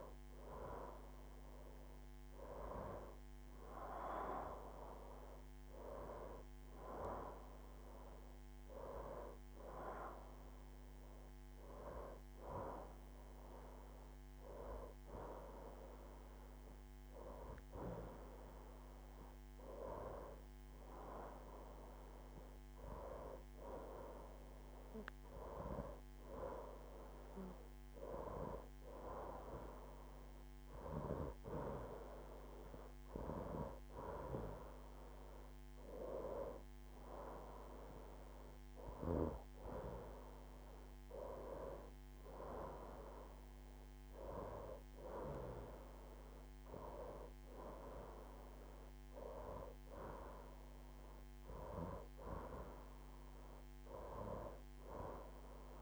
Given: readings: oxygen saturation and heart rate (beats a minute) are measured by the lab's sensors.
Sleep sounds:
breathing in sleep by a microphone on the trachea; none
none scored
From the record:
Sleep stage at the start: N2 (light sleep); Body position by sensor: on the right side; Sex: female

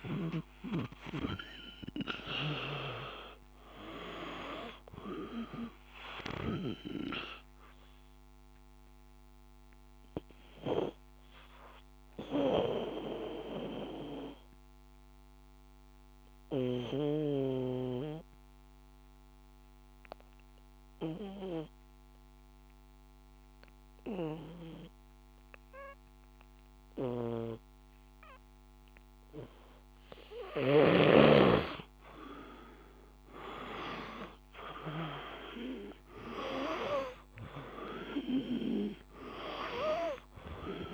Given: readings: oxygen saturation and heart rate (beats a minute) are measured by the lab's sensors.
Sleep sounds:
breathing in sleep by a microphone on the trachea; 1
0.00-17.00 s: oxygen desaturation (device-marked, oxygen 89% lowest, heart rate 54 extreme)
5.00-30.00 s: obstructive apnea (oxygen 98% before, 89% lowest, heart rate 57 before, 54 extreme, up 1 after)
32.00-35.00 s: arousal
35.00-40.94 s: oxygen desaturation (device-marked, oxygen 98% before, 90% lowest, heart rate 56 before, 54 extreme)
From the record:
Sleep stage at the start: N2 (light sleep); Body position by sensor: on the back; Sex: male

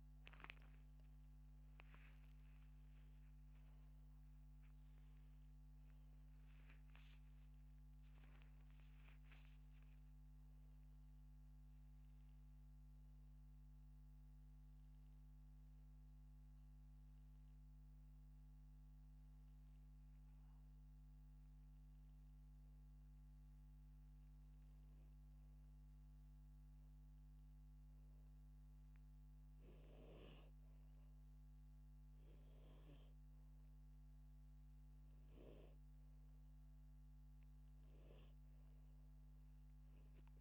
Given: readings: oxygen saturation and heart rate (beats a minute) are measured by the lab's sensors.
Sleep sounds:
breathing in sleep by a microphone on the trachea; none
1.50-7.50 s: arousal
From the record:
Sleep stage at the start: N2 (light sleep); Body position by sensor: upright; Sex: male

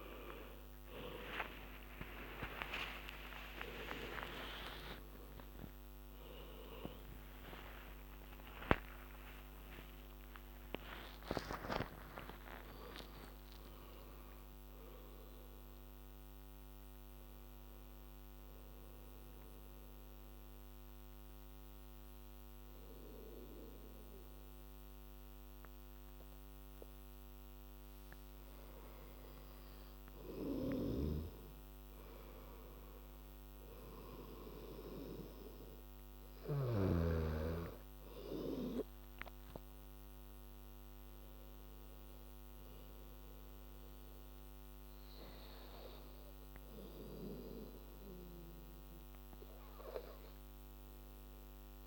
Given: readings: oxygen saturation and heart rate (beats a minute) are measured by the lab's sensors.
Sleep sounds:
breathing in sleep by a microphone on the trachea; 1
0.00-22.50 s: oxygen desaturation (device-marked, oxygen 90% lowest, heart rate 73 extreme)
2.00-8.00 s: arousal
4.00-6.00 s: long interval between heartbeats (device-marked, heart rate 78 before, 96 extreme)
8.50-10.50 s: long interval between heartbeats (device-marked, heart rate 84 before, 100 extreme)
11.50-13.50 s: long interval between heartbeats (device-marked, heart rate 89 before, 137 extreme)
18.50-29.00 s: hypopnea (oxygen 99% before, 92% lowest, heart rate 108 before, 73 extreme, up 6 after)
30.50-35.50 s: arousal
30.50-36.50 s: snoring (device-marked)
35.50-43.50 s: oxygen desaturation (device-marked, oxygen 99% before, 93% lowest, heart rate 87 before, 74 extreme)
From the record:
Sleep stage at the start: N2 (light sleep); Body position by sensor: on the back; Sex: female

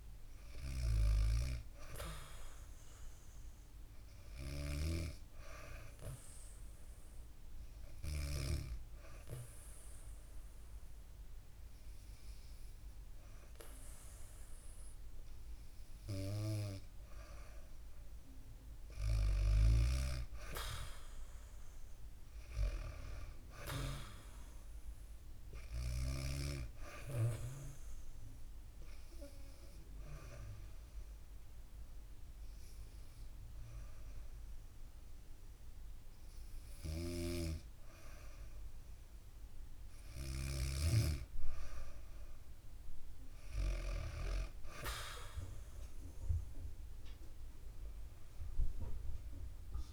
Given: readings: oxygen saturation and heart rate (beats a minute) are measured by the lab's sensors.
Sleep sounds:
breathing in sleep by a room microphone; 1
18.50-23.00 s: snoring (device-marked)
27.00-38.00 s: hypopnea (oxygen 96% before, 93% lowest, heart rate 69 before, 65 extreme, up 2 after)
36.00-40.00 s: snoring (device-marked)
From the record:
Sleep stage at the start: N2 (light sleep); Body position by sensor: on the back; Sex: female

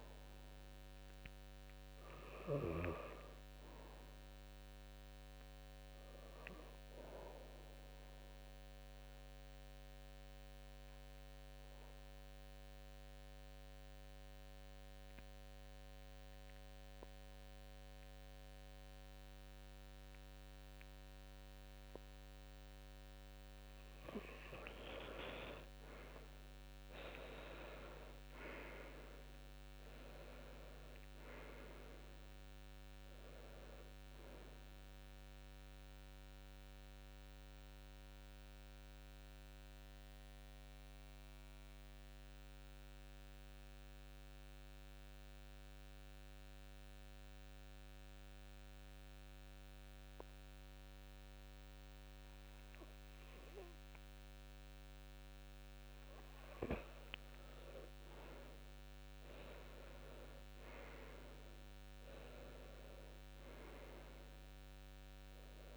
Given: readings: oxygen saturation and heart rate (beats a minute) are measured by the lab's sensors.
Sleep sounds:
breathing in sleep by a microphone on the trachea; 2
8.00-13.00 s: oxygen desaturation (device-marked, oxygen 94% before, 91% lowest, heart rate 67 before, 26 extreme)
8.50-22.50 s: obstructive apnea (oxygen 97% before, 91% lowest, heart rate 67 before, 26 extreme, up 8 after)
24.50-29.00 s: arousal
33.00-56.00 s: oxygen desaturation (device-marked, oxygen 96% before, 91% lowest, heart rate 55 before, 45 extreme)
35.00-55.50 s: mixed apnea (oxygen 98% before, 91% lowest, heart rate 53 before, 45 extreme, up 2 after)
From the record:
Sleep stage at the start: N2 (light sleep); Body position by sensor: on the back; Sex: male

